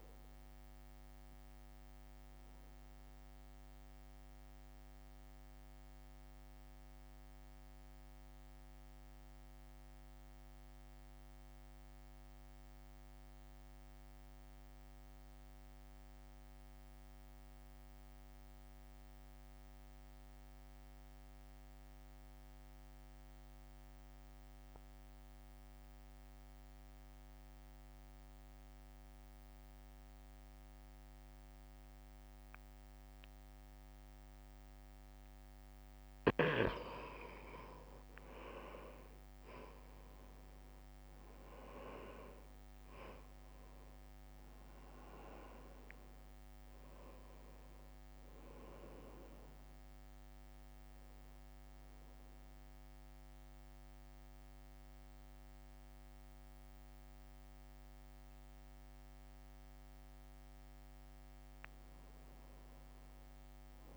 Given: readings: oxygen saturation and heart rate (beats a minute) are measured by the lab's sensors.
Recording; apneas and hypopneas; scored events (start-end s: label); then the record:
breathing in sleep by a microphone on the trachea; 1
0.00-16.50 s: oxygen desaturation (device-marked, oxygen 89% lowest, heart rate 57 extreme)
2.00-35.00 s: mixed apnea (oxygen 98% before, 85% lowest, heart rate 64 before, 55 extreme, up 3 after)
30.50-63.97 s: oxygen desaturation (device-marked, oxygen 97% before, 85% lowest, heart rate 63 before, 55 extreme)
39.50-44.00 s: arousal
44.50-56.50 s: drop in pulse transit time (device-marked, heart rate 62 before, 55 extreme)
From the record:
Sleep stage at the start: N2 (light sleep); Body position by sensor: on the right side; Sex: male